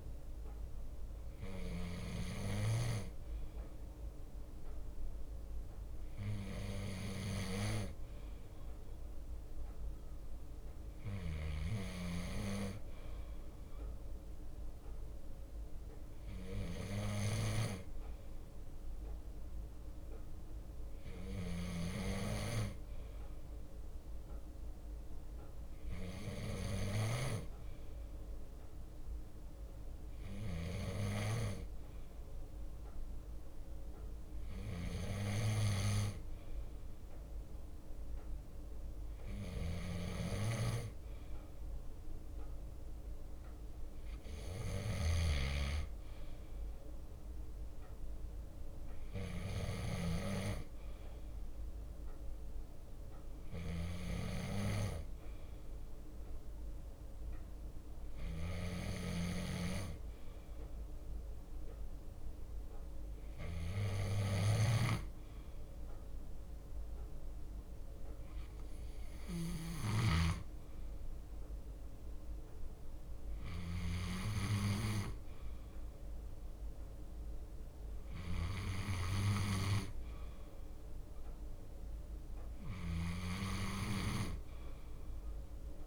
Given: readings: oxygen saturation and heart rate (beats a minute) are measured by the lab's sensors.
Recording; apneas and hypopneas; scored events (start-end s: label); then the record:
breathing in sleep by a room microphone; none
0.00-20.50 s: bradycardia (device-marked, heart rate 55 extreme)
15.00-20.00 s: leg movement (device-marked)
21.50-24.50 s: bradycardia (device-marked, heart rate 59 before, 59 extreme)
21.50-28.00 s: leg movement (device-marked)
25.50-47.50 s: bradycardia (device-marked, heart rate 59 before, 58 extreme)
30.50-37.00 s: leg movement (device-marked)
39.50-40.50 s: leg movement (device-marked)
42.00-49.00 s: leg movement (device-marked)
49.50-85.87 s: bradycardia (device-marked, heart rate 59 before, 58 extreme)
53.50-58.00 s: leg movement (device-marked)
63.50-71.00 s: leg movement (device-marked)
74.00-78.50 s: leg movement (device-marked)
80.50-85.87 s: leg movement (device-marked)
From the record:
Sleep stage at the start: N2 (light sleep); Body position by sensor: on the left side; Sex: male